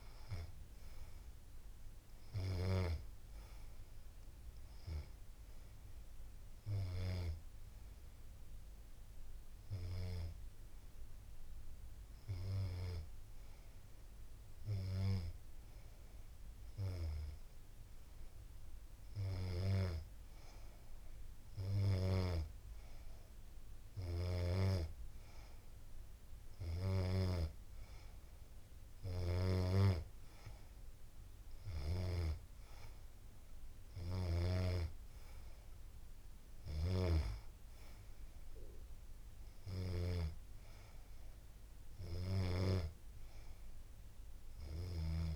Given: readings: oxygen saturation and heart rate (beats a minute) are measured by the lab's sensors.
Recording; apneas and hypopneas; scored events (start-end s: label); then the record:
breathing in sleep by a room microphone; none
none scored
From the record:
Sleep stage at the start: N2 (light sleep); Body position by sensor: on the back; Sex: female